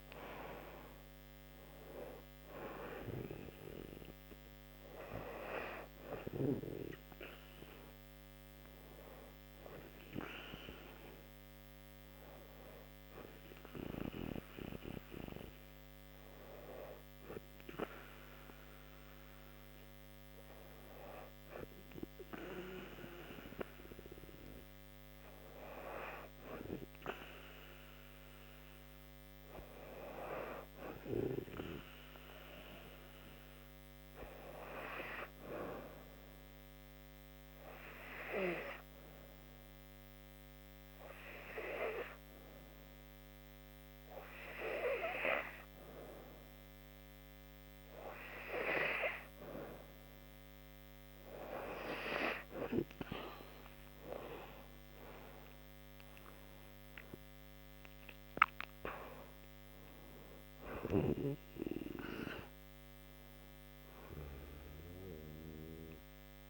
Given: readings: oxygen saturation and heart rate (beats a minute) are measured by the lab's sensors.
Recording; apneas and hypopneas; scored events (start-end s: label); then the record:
breathing in sleep by a microphone on the trachea; 1
0.00-1.00 s: arousal
0.00-6.50 s: oxygen desaturation (device-marked, oxygen 92% lowest, heart rate 70 extreme)
29.00-32.50 s: arousal
36.50-49.00 s: obstructive apnea (oxygen 97% before, 89% lowest, heart rate 72 before, 73 extreme, up 17 after)
50.50-66.50 s: oxygen desaturation (device-marked, oxygen 95% before, 89% lowest, heart rate 74 before, 74 extreme)
53.00-57.50 s: arousal
From the record:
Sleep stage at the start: N2 (light sleep); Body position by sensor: on the back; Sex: female